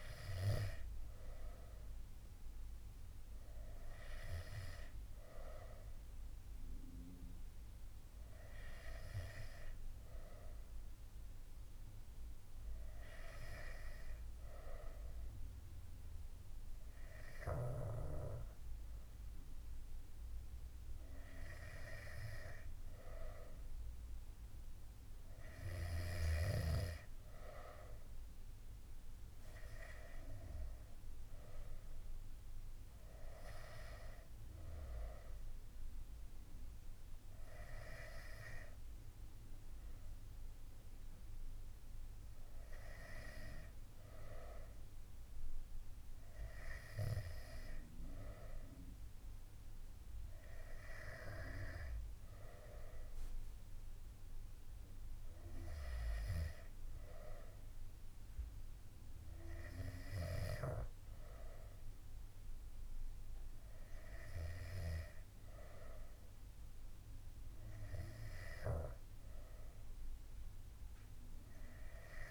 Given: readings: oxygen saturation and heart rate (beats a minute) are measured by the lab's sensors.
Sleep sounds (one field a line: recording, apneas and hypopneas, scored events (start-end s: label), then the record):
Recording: breathing in sleep by a room microphone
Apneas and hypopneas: none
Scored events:
none scored
From the record:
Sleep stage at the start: N2 (light sleep)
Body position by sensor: on the back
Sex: male